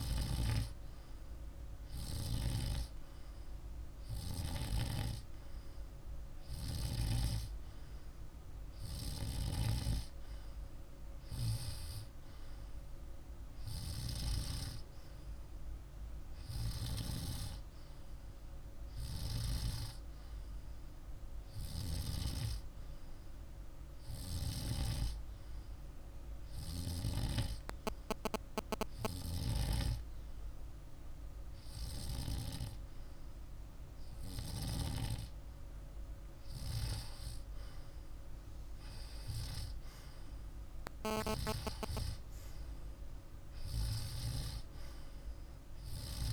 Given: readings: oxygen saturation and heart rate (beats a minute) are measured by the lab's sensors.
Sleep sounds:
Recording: breathing in sleep by a room microphone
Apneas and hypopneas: 1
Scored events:
22.00-34.50 s: hypopnea (oxygen 97% before, 95% lowest, heart rate 52 before, 50 extreme, up 2 after)
38.00-41.50 s: arousal
From the record:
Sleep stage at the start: N2 (light sleep)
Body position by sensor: on the back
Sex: male

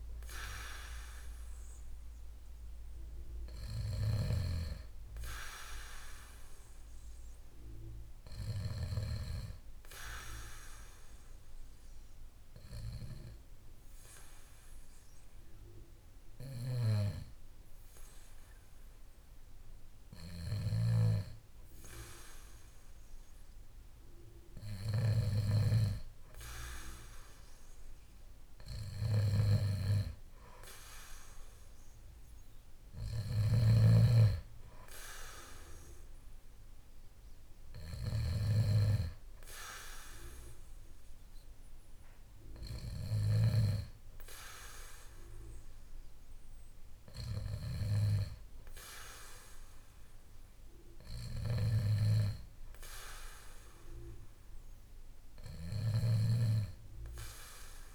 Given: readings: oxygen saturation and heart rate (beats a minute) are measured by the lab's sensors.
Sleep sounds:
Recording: breathing in sleep by a room microphone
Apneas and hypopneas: 1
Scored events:
0.00-4.00 s: snoring (device-marked)
3.00-7.00 s: arousal
10.00-22.50 s: hypopnea (oxygen 95% before, 94% lowest, heart rate 54 before, 51 extreme, up 5 after)
20.00-38.50 s: snoring (device-marked)
28.00-31.00 s: arousal
51.00-56.00 s: snoring (device-marked)
From the record:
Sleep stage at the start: N2 (light sleep)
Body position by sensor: on the back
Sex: male

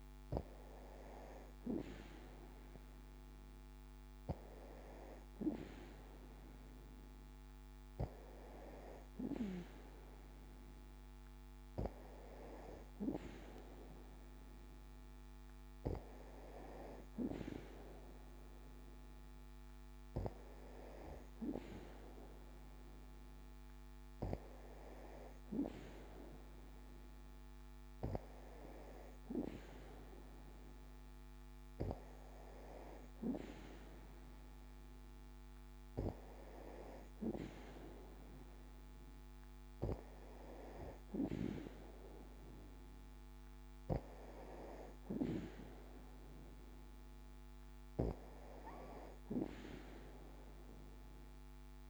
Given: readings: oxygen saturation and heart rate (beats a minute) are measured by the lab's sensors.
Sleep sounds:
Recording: breathing in sleep by a microphone on the trachea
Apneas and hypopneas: none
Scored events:
none scored
From the record:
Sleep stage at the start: N2 (light sleep)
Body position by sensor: on the back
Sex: female

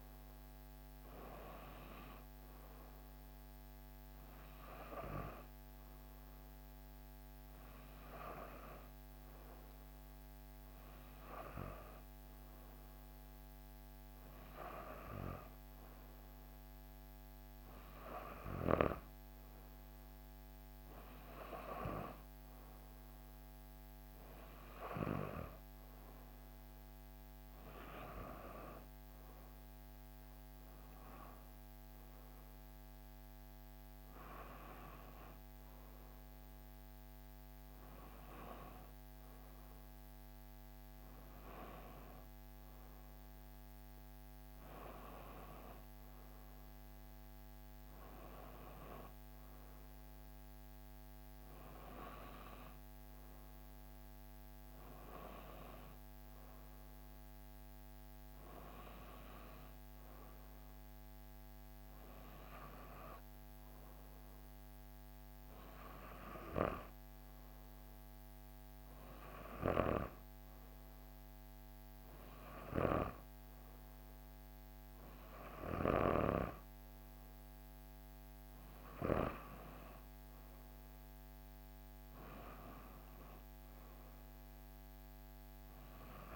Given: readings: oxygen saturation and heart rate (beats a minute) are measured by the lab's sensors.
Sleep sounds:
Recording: breathing in sleep by a microphone on the trachea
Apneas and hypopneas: none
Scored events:
none scored
From the record:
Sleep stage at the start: N2 (light sleep)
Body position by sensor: on the back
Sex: female

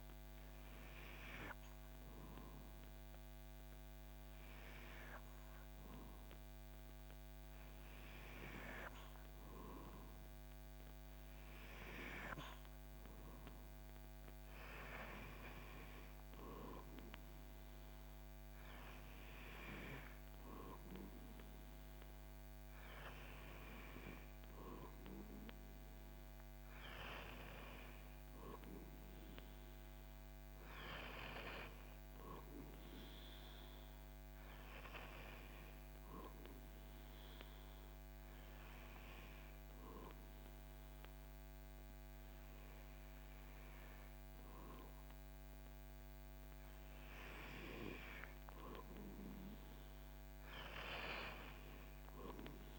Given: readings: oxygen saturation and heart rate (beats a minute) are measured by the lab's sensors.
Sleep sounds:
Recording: breathing in sleep by a microphone on the trachea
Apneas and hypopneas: none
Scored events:
none scored
From the record:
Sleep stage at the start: N2 (light sleep)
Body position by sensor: on the back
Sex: male

